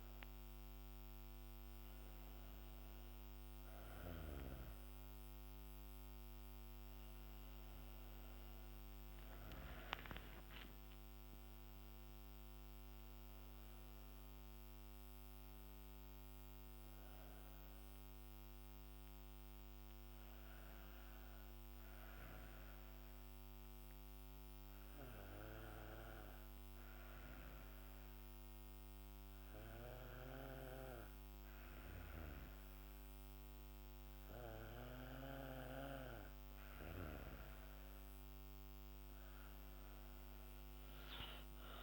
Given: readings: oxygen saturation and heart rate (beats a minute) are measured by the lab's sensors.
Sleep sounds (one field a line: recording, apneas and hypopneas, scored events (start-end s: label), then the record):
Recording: breathing in sleep by a microphone on the trachea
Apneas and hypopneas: 1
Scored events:
9.50-13.50 s: arousal
22.00-36.00 s: hypopnea (oxygen 94% before, 89% lowest, heart rate 62 before, 57 extreme, up 4 after)
39.50-41.82 s: arousal
39.50-41.82 s: oxygen desaturation (device-marked, oxygen 95% before, 91% lowest, heart rate 60 before, 57 extreme)
From the record:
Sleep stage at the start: N2 (light sleep)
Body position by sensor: on the back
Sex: female